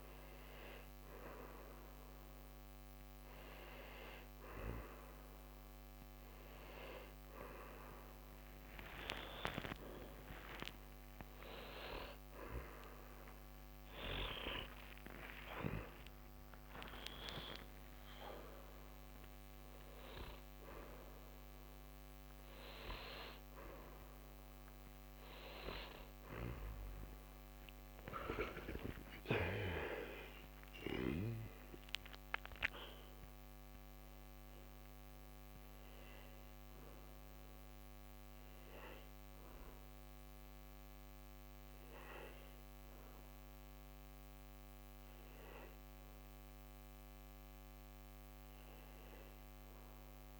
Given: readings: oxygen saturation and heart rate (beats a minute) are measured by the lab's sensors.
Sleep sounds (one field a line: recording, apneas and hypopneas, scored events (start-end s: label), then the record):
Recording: breathing in sleep by a microphone on the trachea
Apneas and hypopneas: none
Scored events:
13.50-17.50 s: arousal
From the record:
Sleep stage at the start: N1 (lightest sleep)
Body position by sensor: on the back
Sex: male